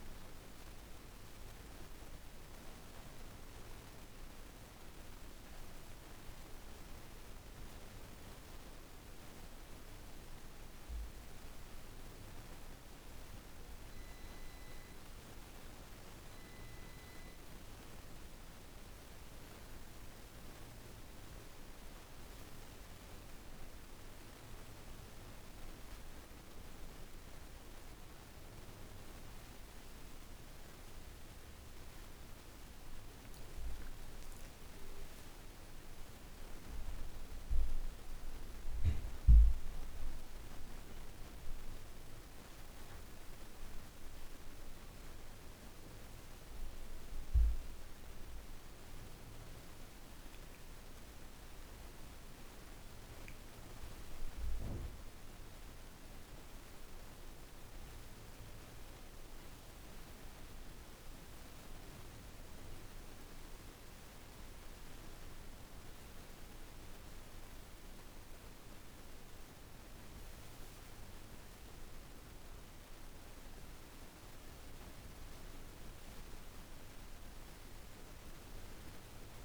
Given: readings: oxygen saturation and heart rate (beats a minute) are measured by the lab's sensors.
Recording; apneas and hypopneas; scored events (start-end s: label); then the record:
breathing in sleep, hard to hear, by a room microphone; none
73.50-79.45 s: new sleep stage, awake
From the record:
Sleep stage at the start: N1 (lightest sleep); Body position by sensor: on the back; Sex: female